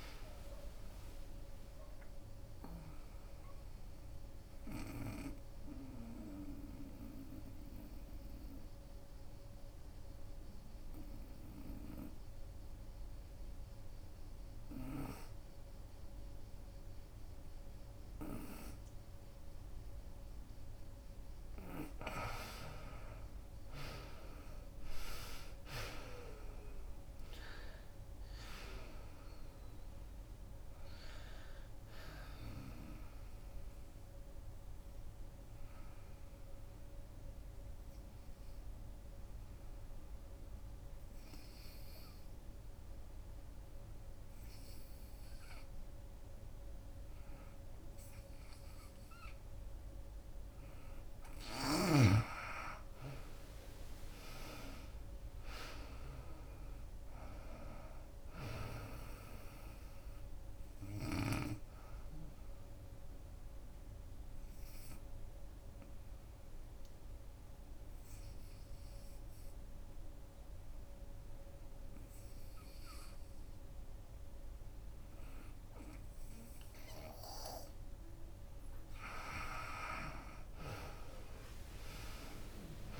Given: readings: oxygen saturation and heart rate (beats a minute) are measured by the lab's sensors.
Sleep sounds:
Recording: breathing in sleep by a room microphone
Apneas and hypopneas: 3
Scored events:
0.00-9.00 s: drop in pulse transit time (device-marked, heart rate 77 extreme)
5.00-12.00 s: oxygen desaturation (device-marked, oxygen 95% before, 83% lowest, heart rate 82 before, 65 extreme)
5.00-21.50 s: obstructive apnea (oxygen 96% before, 81% lowest, heart rate 82 before, 65 extreme, up 22 after)
14.00-23.00 s: oxygen desaturation (device-marked, oxygen 91% before, 81% lowest, heart rate 82 before, 67 extreme)
23.00-26.50 s: arousal
24.00-36.00 s: drop in pulse transit time (device-marked, heart rate 74 before, 71 extreme)
25.00-48.00 s: oxygen desaturation (device-marked, oxygen 95% before, 82% lowest, heart rate 73 before, 65 extreme)
35.50-50.00 s: obstructive apnea (oxygen 95% before, 82% lowest, heart rate 78 before, 65 extreme, up 15 after)
50.00-76.00 s: oxygen desaturation (device-marked, oxygen 97% before, 82% lowest, heart rate 76 before, 62 extreme)
51.50-55.00 s: arousal
52.00-64.00 s: drop in pulse transit time (device-marked, heart rate 75 before, 74 extreme)
63.00-78.50 s: obstructive apnea (oxygen 97% before, 82% lowest, heart rate 80 before, 62 extreme, up 24 after)
79.00-82.99 s: drop in pulse transit time (device-marked, heart rate 71 before, 71 extreme)
79.50-82.99 s: arousal
From the record:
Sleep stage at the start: N2 (light sleep)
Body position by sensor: on the right side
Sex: female

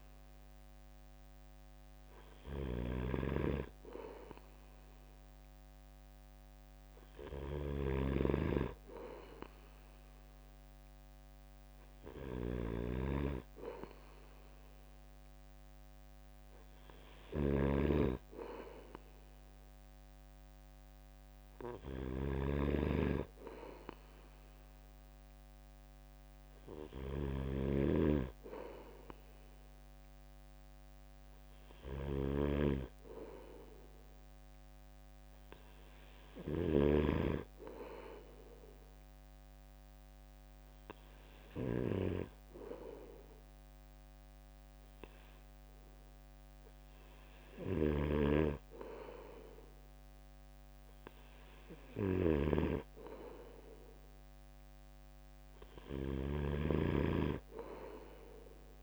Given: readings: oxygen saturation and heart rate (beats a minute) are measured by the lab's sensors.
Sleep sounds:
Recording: breathing in sleep by a microphone on the trachea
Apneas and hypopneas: none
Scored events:
0.00-36.50 s: snoring (device-marked)
47.50-58.83 s: snoring (device-marked)
From the record:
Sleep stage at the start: N3 (deep sleep)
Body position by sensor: on the right side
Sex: male

